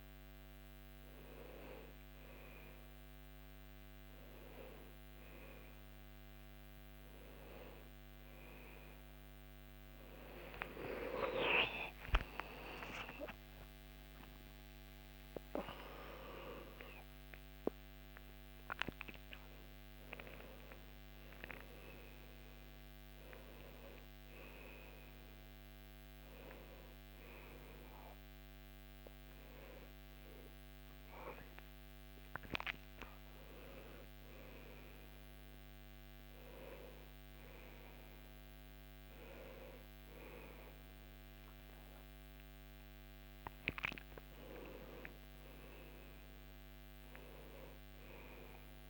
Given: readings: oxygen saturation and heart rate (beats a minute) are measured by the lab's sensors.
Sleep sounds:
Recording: breathing in sleep by a microphone on the trachea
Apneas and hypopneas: none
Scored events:
43.00-47.50 s: arousal
From the record:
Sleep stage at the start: N2 (light sleep)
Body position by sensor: on the back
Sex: male

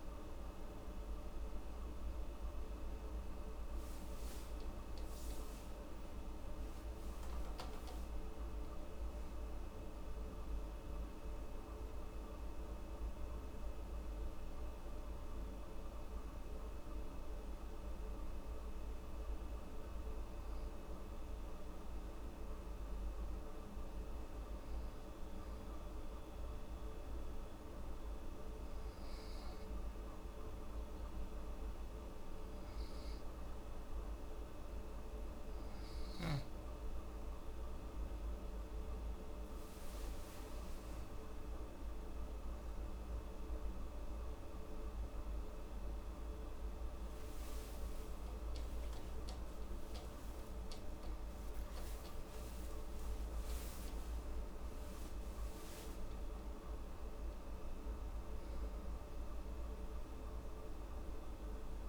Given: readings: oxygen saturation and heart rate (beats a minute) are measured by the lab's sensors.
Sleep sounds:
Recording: breathing in sleep, hard to hear, by a room microphone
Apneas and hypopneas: 1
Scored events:
3.50-8.00 s: arousal
23.50-37.00 s: hypopnea (oxygen 96% before, 93% lowest)
39.00-41.50 s: arousal
49.00-54.00 s: arousal
From the record:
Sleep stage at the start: N2 (light sleep)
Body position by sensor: on the back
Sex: female

